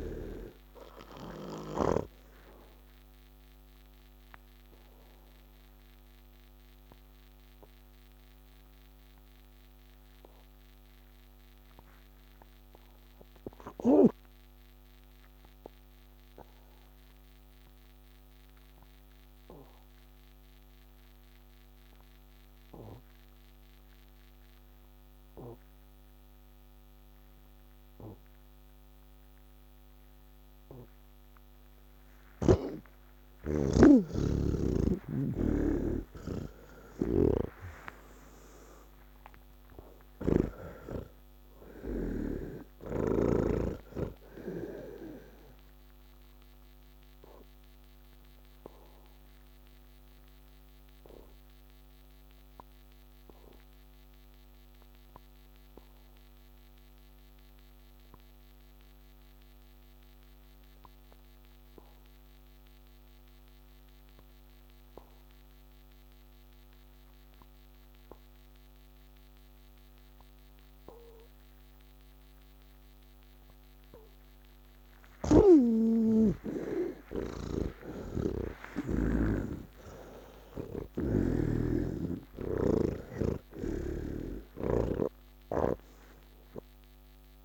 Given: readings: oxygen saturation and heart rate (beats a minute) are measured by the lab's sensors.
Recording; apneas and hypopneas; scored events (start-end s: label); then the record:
breathing in sleep by a microphone on the trachea; 2
0.00-18.00 s: oxygen desaturation (device-marked, oxygen 79% lowest, heart rate 30 extreme)
2.00-32.00 s: obstructive apnea (oxygen 98% before, 79% lowest, heart rate 137 before, 30 extreme)
27.00-62.00 s: oxygen desaturation (device-marked, oxygen 98% before, 79% lowest, heart rate 124 before, 53 extreme)
45.50-74.50 s: obstructive apnea (oxygen 98% before, 79% lowest, heart rate 95 before, 73 extreme, up 30 after)
69.00-87.45 s: oxygen desaturation (device-marked, oxygen 99% before, 80% lowest, heart rate 168 before, 73 extreme)
78.00-81.50 s: snoring (device-marked)
From the record:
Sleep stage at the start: N2 (light sleep); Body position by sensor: on the back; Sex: male